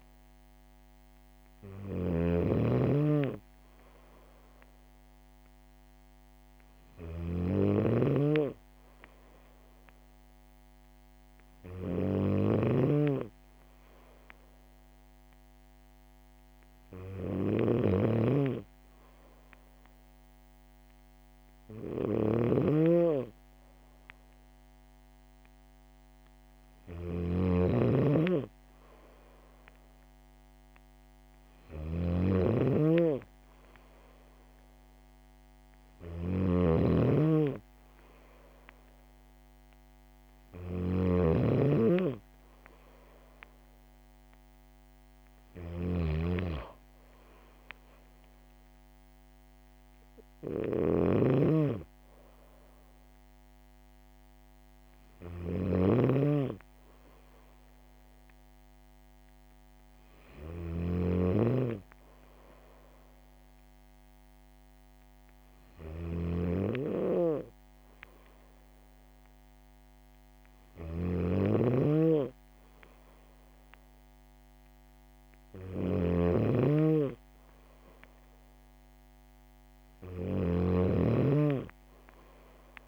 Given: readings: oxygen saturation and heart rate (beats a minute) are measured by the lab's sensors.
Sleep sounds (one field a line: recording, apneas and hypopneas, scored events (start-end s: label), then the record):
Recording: breathing in sleep by a microphone on the trachea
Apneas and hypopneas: none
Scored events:
0.00-82.88 s: snoring (device-marked)
From the record:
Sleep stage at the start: N2 (light sleep)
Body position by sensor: on the back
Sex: female